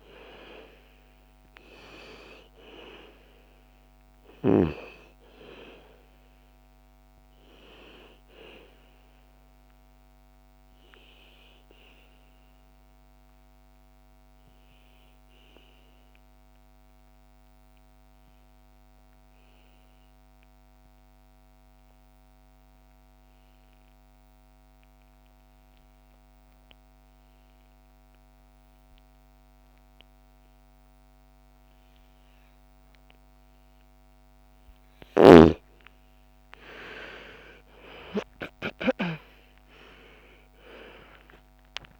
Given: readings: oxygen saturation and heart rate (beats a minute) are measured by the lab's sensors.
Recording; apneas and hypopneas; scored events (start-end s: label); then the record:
breathing in sleep by a microphone on the trachea; 1
0.00-16.50 s: oxygen desaturation (device-marked, oxygen 87% lowest, heart rate 53 extreme)
9.00-33.50 s: obstructive apnea (oxygen 99% before, 82% lowest, heart rate 63 before, 53 extreme, up 17 after)
29.50-42.00 s: oxygen desaturation (device-marked, oxygen 98% before, 82% lowest, heart rate 60 before, 56 extreme)
37.00-42.00 s: arousal
From the record:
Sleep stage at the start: N2 (light sleep); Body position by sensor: on the back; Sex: female